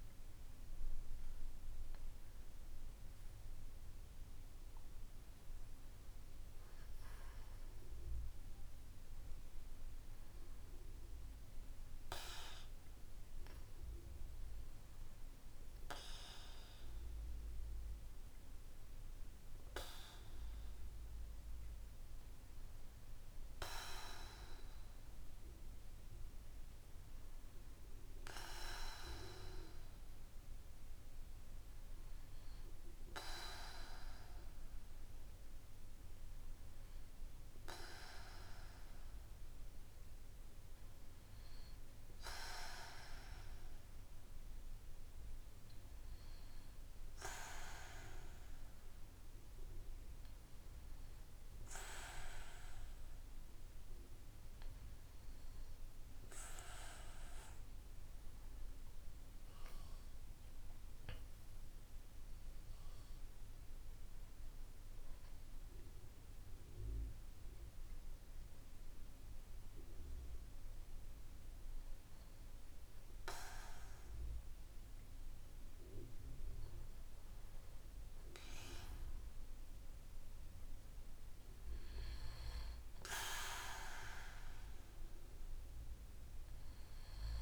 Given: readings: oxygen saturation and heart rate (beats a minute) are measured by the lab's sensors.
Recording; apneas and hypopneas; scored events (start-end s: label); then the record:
breathing in sleep by a room microphone; 1
58.00-61.50 s: arousal
65.00-77.00 s: hypopnea (oxygen 96% before, 94% lowest, heart rate 54 before, 49 extreme, up 4 after)
78.50-81.50 s: arousal
From the record:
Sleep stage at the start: N2 (light sleep); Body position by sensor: on the back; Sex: male